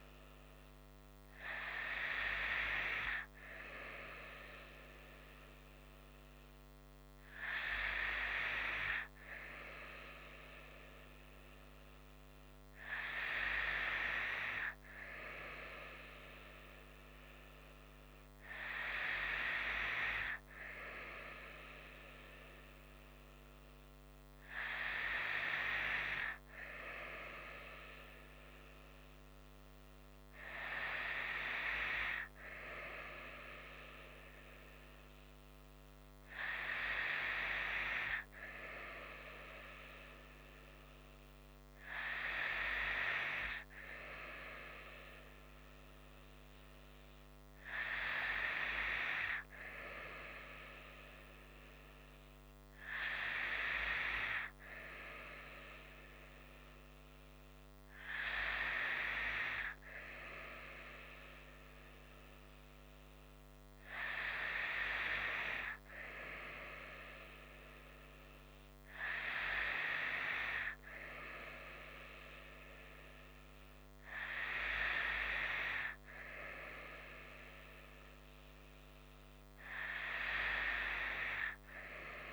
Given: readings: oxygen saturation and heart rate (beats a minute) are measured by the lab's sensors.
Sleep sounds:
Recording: breathing in sleep by a microphone on the trachea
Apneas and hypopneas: none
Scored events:
none scored
From the record:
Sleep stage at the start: N2 (light sleep)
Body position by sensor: on the right side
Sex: female

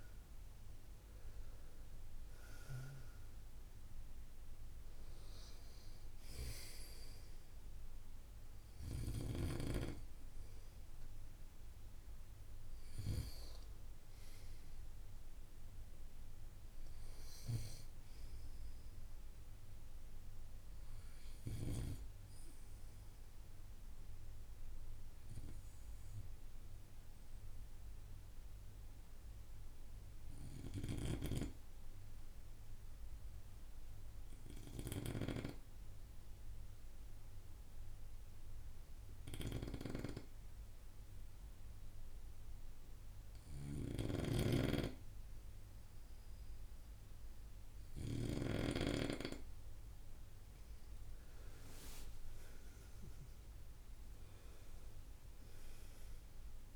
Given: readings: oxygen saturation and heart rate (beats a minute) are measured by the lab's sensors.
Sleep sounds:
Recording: breathing in sleep by a room microphone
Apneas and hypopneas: 1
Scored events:
0.00-25.50 s: oxygen desaturation (device-marked, oxygen 91% lowest)
24.50-49.00 s: obstructive apnea (oxygen 96% before, 92% lowest)
43.50-48.50 s: snoring (device-marked)
51.00-54.50 s: arousal
From the record:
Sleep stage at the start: N2 (light sleep)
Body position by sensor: on the right side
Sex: male

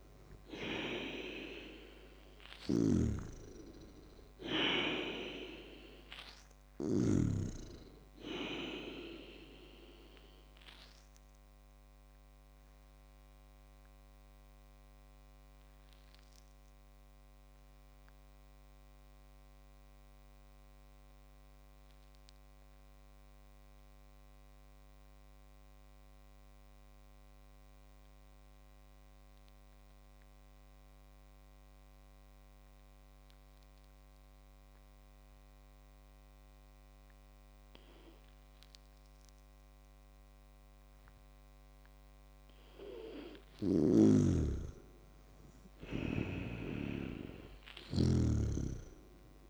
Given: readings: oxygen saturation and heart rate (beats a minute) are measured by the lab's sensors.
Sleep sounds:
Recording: breathing in sleep by a microphone on the trachea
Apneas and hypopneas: 1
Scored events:
0.00-2.50 s: arousal
0.00-7.00 s: snoring (device-marked)
12.00-39.50 s: obstructive apnea (oxygen 100% before, 95% lowest, heart rate 67 before, 50 extreme, up 35 after)
17.00-25.00 s: oxygen desaturation (device-marked, oxygen 99% before, 95% lowest, heart rate 70 before, 50 extreme)
43.00-49.50 s: snoring (device-marked)
47.00-49.50 s: arousal
From the record:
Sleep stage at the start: N2 (light sleep)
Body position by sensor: on the back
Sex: male

